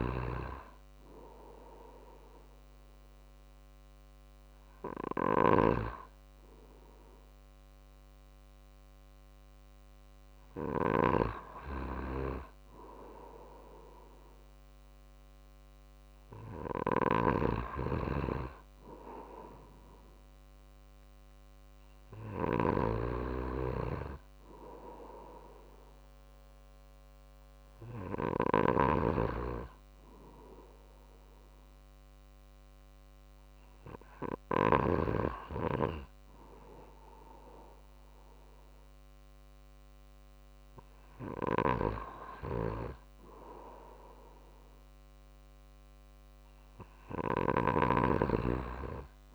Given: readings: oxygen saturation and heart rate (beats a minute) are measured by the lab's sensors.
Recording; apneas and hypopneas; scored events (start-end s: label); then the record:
breathing in sleep by a microphone on the trachea; none
0.00-2.00 s: drop in pulse transit time (device-marked, heart rate 51 before, 51 extreme)
0.00-10.50 s: snoring (device-marked)
16.50-28.00 s: snoring (device-marked)
20.00-35.00 s: drop in pulse transit time (device-marked, heart rate 51 before, 51 extreme)
From the record:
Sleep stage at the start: N2 (light sleep); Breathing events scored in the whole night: 152 in 6.6 hours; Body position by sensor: on the right side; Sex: male